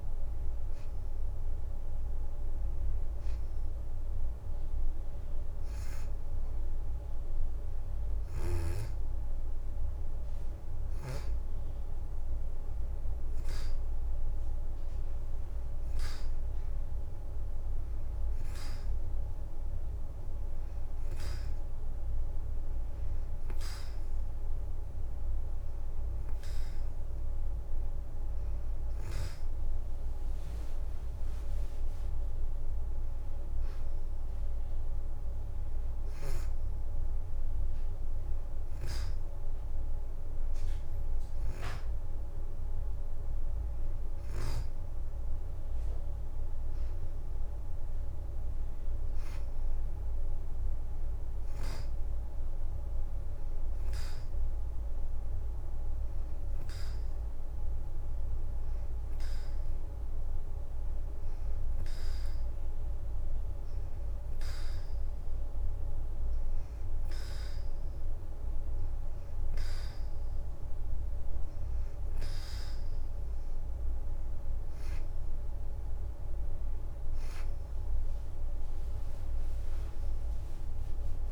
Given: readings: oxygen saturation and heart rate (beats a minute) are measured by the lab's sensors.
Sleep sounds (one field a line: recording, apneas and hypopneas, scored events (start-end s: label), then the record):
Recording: breathing in sleep, hard to hear, by a room microphone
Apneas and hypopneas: 2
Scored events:
16.00-28.50 s: hypopnea (oxygen 93% before, 89% lowest, heart rate 87 before, 83 extreme, up 6 after)
29.50-32.50 s: leg movement (device-marked)
30.50-34.50 s: arousal
49.50-53.50 s: leg movement (device-marked)
56.50-72.50 s: hypopnea (oxygen 92% before, 85% lowest, heart rate 85 before, 81 extreme, up 5 after)
74.50-78.50 s: arousal
77.50-80.50 s: leg movement (device-marked)
From the record:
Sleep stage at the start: N2 (light sleep)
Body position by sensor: on the back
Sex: female